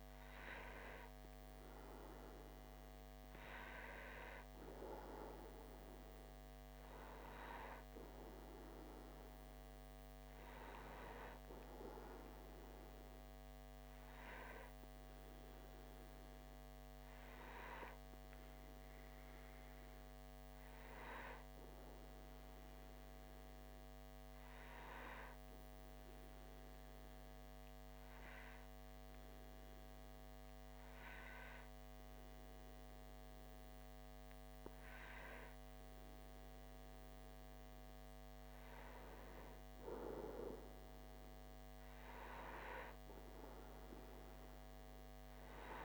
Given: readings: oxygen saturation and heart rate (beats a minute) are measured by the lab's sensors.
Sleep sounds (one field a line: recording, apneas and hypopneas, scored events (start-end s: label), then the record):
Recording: breathing in sleep by a microphone on the trachea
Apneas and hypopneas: 1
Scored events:
22.50-35.00 s: hypopnea (oxygen 96% before, 94% lowest)
37.50-41.50 s: arousal
From the record:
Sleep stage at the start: N2 (light sleep)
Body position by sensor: on the back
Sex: male